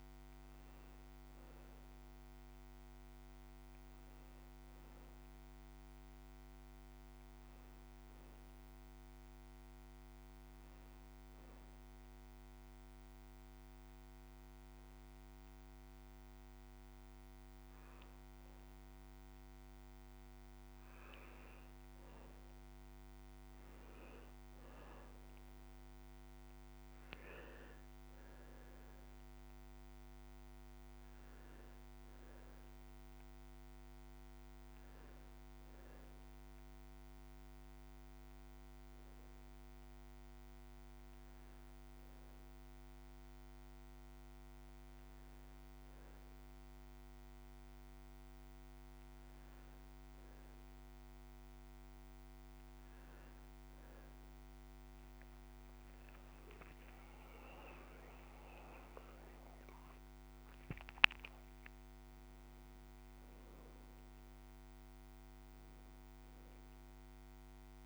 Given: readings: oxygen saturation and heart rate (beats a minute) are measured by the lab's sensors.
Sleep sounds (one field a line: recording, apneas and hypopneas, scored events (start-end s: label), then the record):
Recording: breathing in sleep, hard to hear, by a microphone on the trachea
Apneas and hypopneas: 2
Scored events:
11.50-21.50 s: obstructive apnea (oxygen 95% before, 91% lowest, heart rate 84 before, 38 extreme, up 39 after)
24.00-40.00 s: oxygen desaturation (device-marked, oxygen 94% before, 91% lowest, heart rate 54 before, 66 extreme)
24.00-67.86 s: new sleep stage, N2 (light sleep)
37.50-49.00 s: hypopnea (oxygen 94% before, 90% lowest, heart rate 63 before, 66 extreme)
54.50-59.50 s: arousal
From the record:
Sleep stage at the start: N1 (lightest sleep)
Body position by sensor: on the right side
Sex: male